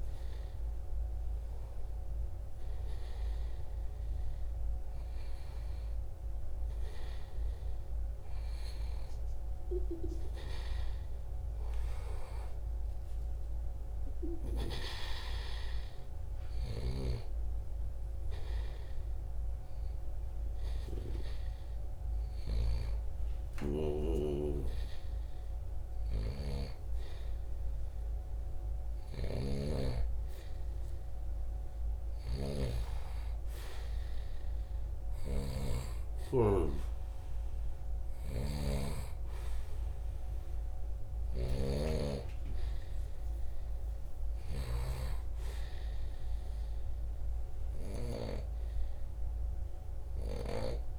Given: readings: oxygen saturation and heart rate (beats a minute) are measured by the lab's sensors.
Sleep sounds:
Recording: a person partly awake in a sleep study, by a room microphone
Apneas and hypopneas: none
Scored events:
2.50-32.50 s: new sleep stage, N1 (lightest sleep)
10.00-12.00 s: long interval between heartbeats (device-marked, heart rate 86 before, 90 extreme)
13.50-30.50 s: oxygen desaturation (device-marked, oxygen 97% before, 94% lowest, heart rate 83 before, 75 extreme)
22.50-47.50 s: snoring (device-marked)
32.50-50.99 s: new sleep stage, N2 (light sleep)
From the record:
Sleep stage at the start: awake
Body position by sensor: on the right side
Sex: male

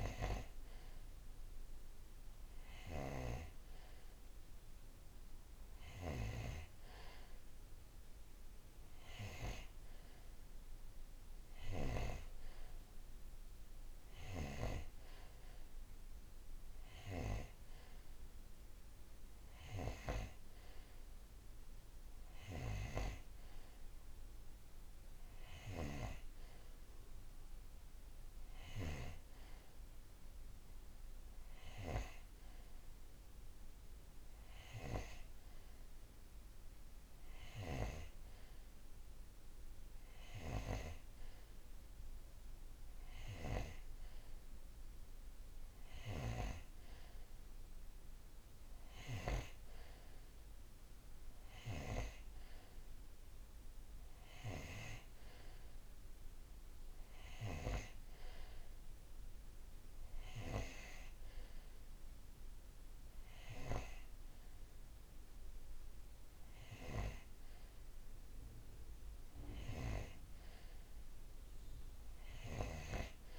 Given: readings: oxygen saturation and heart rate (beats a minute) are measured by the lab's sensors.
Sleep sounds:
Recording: breathing in sleep by a room microphone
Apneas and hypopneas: none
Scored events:
none scored
From the record:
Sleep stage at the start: N2 (light sleep)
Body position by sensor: on the right side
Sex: male

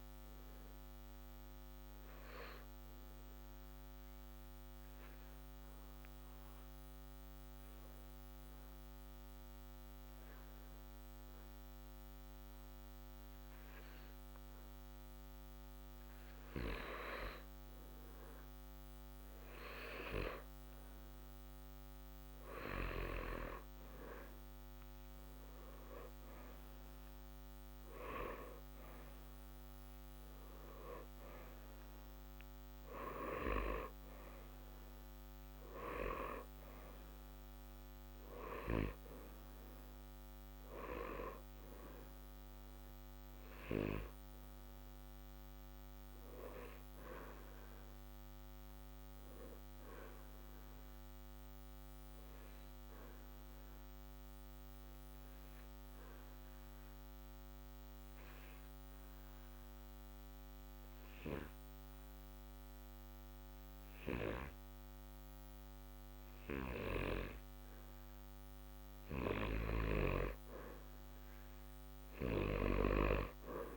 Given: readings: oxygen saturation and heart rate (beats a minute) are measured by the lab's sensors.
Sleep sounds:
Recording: breathing in sleep by a microphone on the trachea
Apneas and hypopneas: 2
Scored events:
0.00-10.00 s: oxygen desaturation (device-marked, oxygen 88% lowest, heart rate 61 extreme)
0.50-19.50 s: obstructive apnea (oxygen 92% before, 88% lowest, heart rate 61 before, 61 extreme, up 0 after)
21.50-25.00 s: arousal
28.00-48.00 s: oxygen desaturation (device-marked, oxygen 93% before, 88% lowest, heart rate 61 before, 61 extreme)
51.00-69.50 s: obstructive apnea (oxygen 93% before, 85% lowest, heart rate 61 before, 60 extreme, up 0 after)
From the record:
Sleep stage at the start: N2 (light sleep)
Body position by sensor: on the back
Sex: male

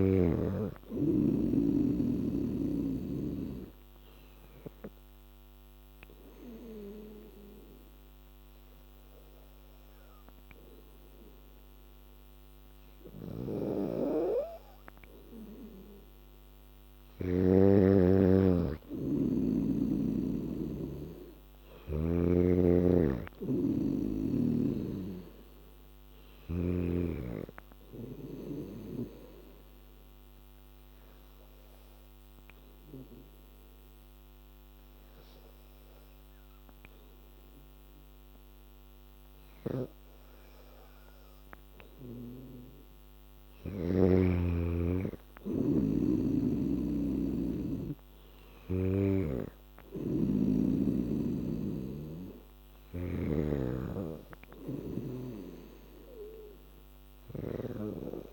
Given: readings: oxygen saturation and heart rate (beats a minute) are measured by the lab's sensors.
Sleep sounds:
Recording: breathing in sleep by a microphone on the trachea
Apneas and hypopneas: 2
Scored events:
4.50-16.50 s: obstructive apnea (oxygen 97% before, 94% lowest, heart rate 84 before, 81 extreme, up 3 after)
13.00-17.50 s: snoring (device-marked)
18.50-21.00 s: arousal
20.50-34.50 s: oxygen desaturation (device-marked, oxygen 97% before, 94% lowest, heart rate 83 before, 79 extreme)
29.00-41.50 s: obstructive apnea (oxygen 97% before, 94% lowest, heart rate 83 before, 79 extreme, up 1 after)
41.50-58.33 s: oxygen desaturation (device-marked, oxygen 98% before, 94% lowest, heart rate 83 before, 80 extreme)
44.00-47.50 s: arousal
46.00-49.50 s: snoring (device-marked)
51.50-55.00 s: snoring (device-marked)
From the record:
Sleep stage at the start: N3 (deep sleep)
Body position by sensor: on the back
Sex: female

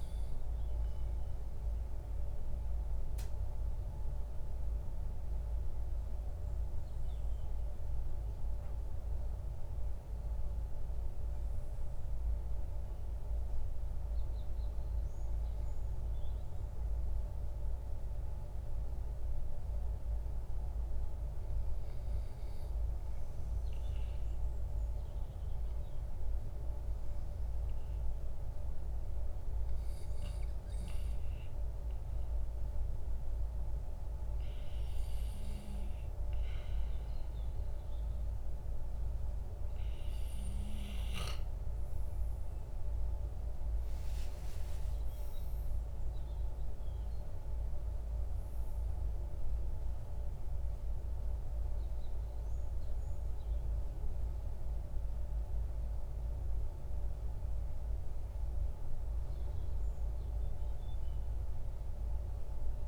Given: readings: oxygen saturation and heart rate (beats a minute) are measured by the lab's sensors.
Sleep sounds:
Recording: breathing in sleep, hard to hear, by a room microphone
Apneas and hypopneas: none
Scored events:
40.50-44.00 s: arousal
From the record:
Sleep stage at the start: N2 (light sleep)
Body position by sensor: on the back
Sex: male

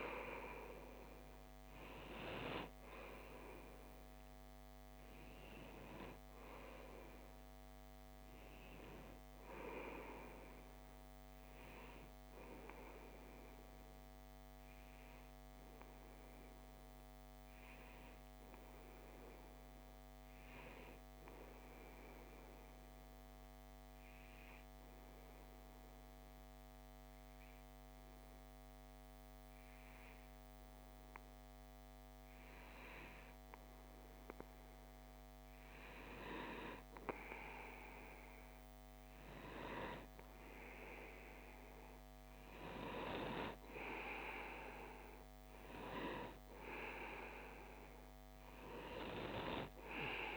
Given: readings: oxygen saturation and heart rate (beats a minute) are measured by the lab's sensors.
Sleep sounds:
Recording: breathing in sleep by a microphone on the trachea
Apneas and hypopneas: 1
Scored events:
20.00-33.50 s: obstructive apnea (oxygen 94% before, 93% lowest, heart rate 63 before, 52 extreme, up 9 after)
37.00-41.00 s: arousal
From the record:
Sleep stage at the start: N2 (light sleep)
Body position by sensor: on the left side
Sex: male

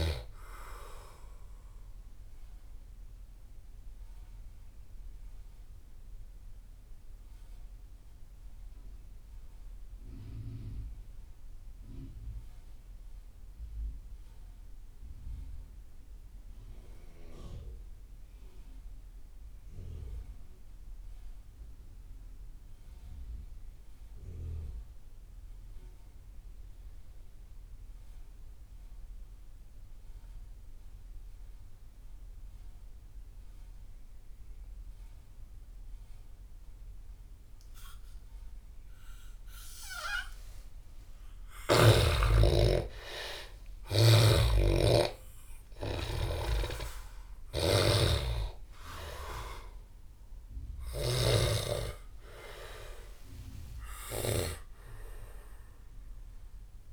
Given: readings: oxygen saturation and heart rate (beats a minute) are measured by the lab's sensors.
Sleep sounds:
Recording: breathing in sleep by a room microphone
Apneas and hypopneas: 1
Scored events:
0.00-14.50 s: oxygen desaturation (device-marked, oxygen 73% lowest)
3.00-40.00 s: mixed apnea (oxygen 97% before, 73% lowest)
29.50-56.93 s: oxygen desaturation (device-marked, oxygen 98% before, 73% lowest)
41.00-45.50 s: arousal
43.50-54.00 s: snoring (device-marked)
From the record:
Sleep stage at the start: N2 (light sleep)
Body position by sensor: on the back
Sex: male

